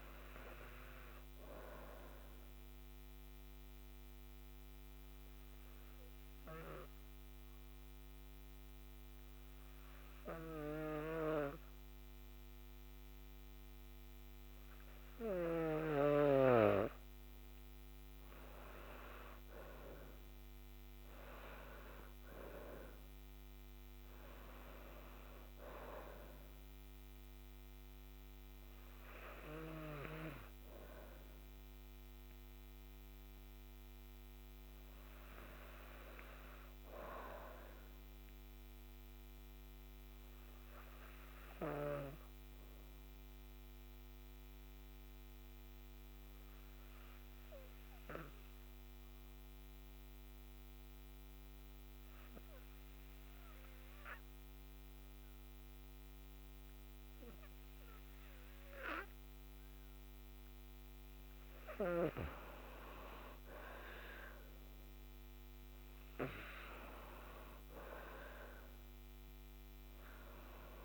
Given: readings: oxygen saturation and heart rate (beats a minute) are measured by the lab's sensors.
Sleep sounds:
breathing in sleep by a microphone on the trachea; 2
3.00-16.00 s: obstructive apnea (oxygen 99% before, 91% lowest, heart rate 138 before, 88 extreme, up 15 after)
23.50-27.50 s: arousal
25.50-44.50 s: oxygen desaturation (device-marked, oxygen 96% before, 91% lowest, heart rate 131 before, 118 extreme)
38.00-60.50 s: obstructive apnea (oxygen 97% before, 85% lowest, heart rate 119 before, 99 extreme, up 29 after)
63.50-67.50 s: arousal
64.50-70.85 s: oxygen desaturation (device-marked, oxygen 97% before, 85% lowest, heart rate 146 before, 60 extreme)
From the record:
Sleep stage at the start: N2 (light sleep); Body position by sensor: on the back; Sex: female

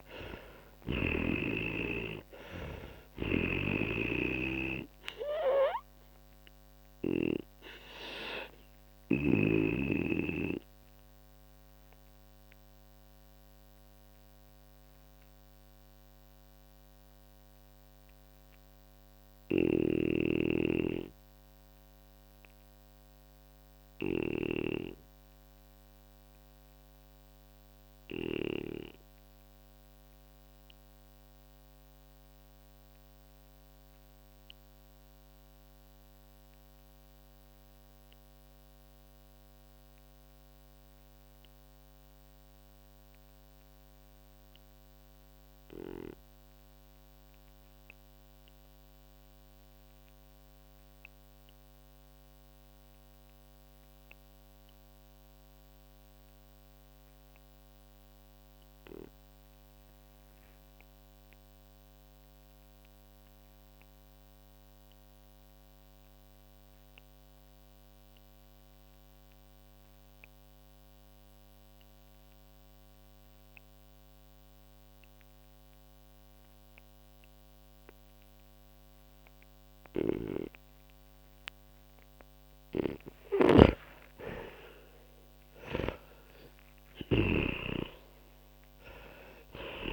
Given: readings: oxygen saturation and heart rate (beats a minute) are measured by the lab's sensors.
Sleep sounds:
breathing in sleep by a microphone on the trachea; 1
0.00-36.50 s: oxygen desaturation (device-marked, oxygen 86% lowest, heart rate 39 extreme)
3.50-9.50 s: snoring (device-marked)
10.50-83.00 s: obstructive apnea (oxygen 98% before, 86% lowest, heart rate 65 before, 37 extreme, up 26 after)
73.50-89.93 s: oxygen desaturation (device-marked, oxygen 97% before, 86% lowest, heart rate 46 before, 36 extreme)
83.50-87.50 s: snoring (device-marked)
84.00-88.00 s: arousal
From the record:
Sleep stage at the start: N2 (light sleep); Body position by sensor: on the back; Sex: male

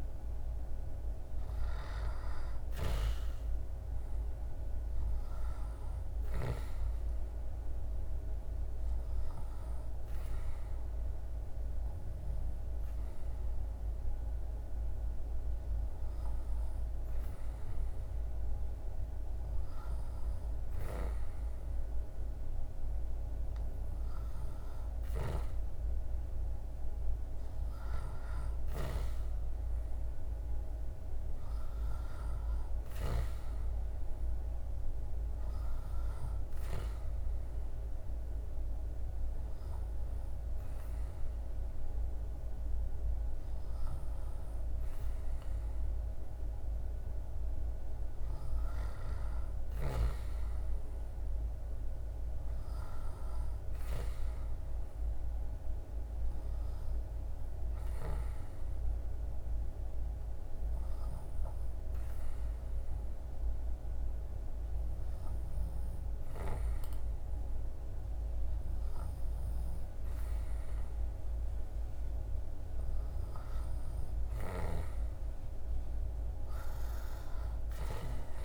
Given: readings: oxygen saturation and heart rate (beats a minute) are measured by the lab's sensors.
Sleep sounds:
breathing in sleep by a room microphone; 3
0.00-2.00 s: arousal
6.50-19.00 s: obstructive apnea (oxygen 96% before, 93% lowest, heart rate 78 before, 69 extreme, up 6 after)
22.00-26.00 s: arousal
36.00-46.50 s: obstructive apnea (oxygen 96% before, 94% lowest, heart rate 73 before, 75 extreme, up 4 after)
47.50-50.50 s: arousal
53.00-71.50 s: obstructive apnea (oxygen 96% before, 94% lowest, heart rate 74 before, 72 extreme, up 4 after)
74.00-78.00 s: arousal
From the record:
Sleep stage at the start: N2 (light sleep); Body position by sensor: on the back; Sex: male

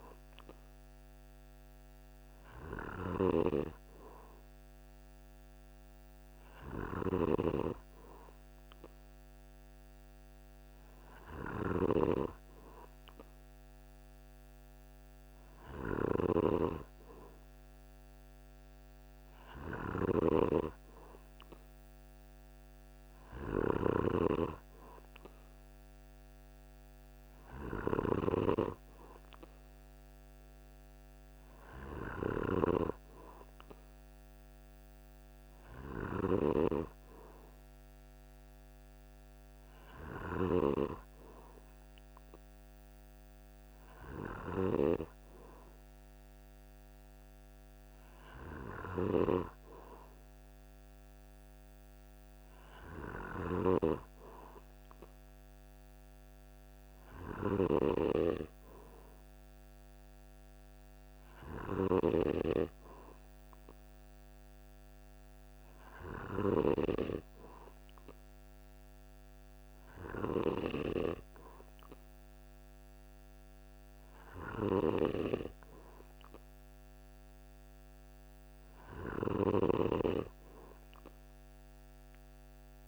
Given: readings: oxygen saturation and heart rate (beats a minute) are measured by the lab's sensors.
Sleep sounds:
breathing in sleep by a microphone on the trachea; none
6.00-11.00 s: snoring (device-marked)
19.00-40.00 s: snoring (device-marked)
48.00-66.00 s: snoring (device-marked)
From the record:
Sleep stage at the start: N2 (light sleep); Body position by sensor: on the back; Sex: male

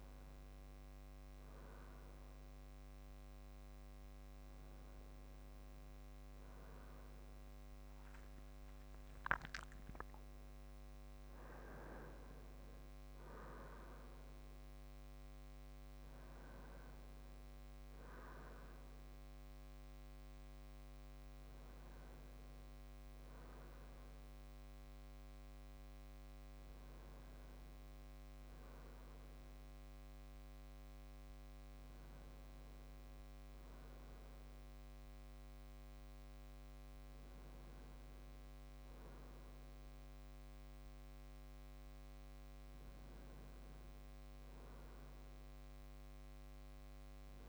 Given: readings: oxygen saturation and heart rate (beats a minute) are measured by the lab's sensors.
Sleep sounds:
breathing in sleep, hard to hear, by a microphone on the trachea; none
9.50-14.50 s: arousal
44.50-47.49 s: arousal
From the record:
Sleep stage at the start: N2 (light sleep); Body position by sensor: on the right side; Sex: male

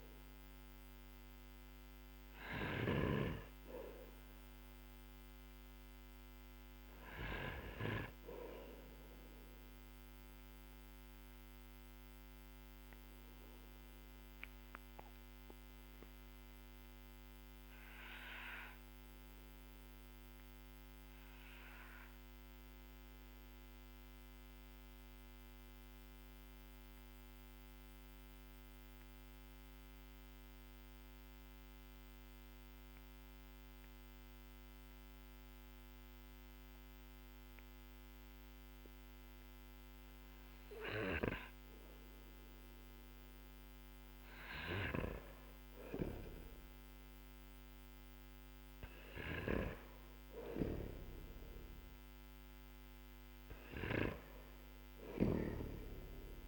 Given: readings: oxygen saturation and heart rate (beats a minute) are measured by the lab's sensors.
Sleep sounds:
breathing in sleep by a microphone on the trachea; 1
0.00-2.50 s: snoring (device-marked)
8.00-43.50 s: obstructive apnea (oxygen 96% before, 93% lowest, heart rate 56 before, 46 extreme, up 6 after)
44.00-56.48 s: snoring (device-marked)
46.00-49.00 s: arousal
46.00-56.48 s: oxygen desaturation (device-marked, oxygen 99% before, 93% lowest, heart rate 57 before, 46 extreme)
From the record:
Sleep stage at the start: N2 (light sleep); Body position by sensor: on the back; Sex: male

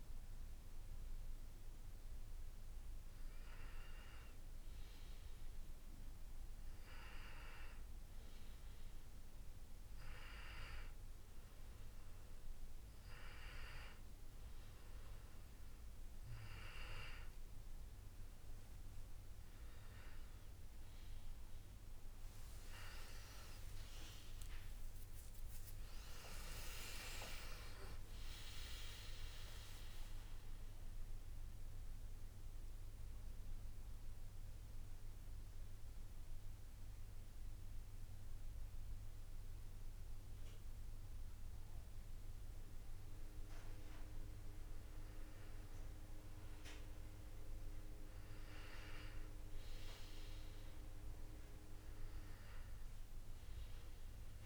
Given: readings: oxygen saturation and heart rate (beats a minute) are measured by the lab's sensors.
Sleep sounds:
breathing in sleep by a room microphone; none
23.00-27.50 s: arousal
51.50-54.46 s: oxygen desaturation (device-marked, oxygen 99% before, 94% lowest, heart rate 85 before, 82 extreme)
From the record:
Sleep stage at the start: N2 (light sleep); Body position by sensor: on the back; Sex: male

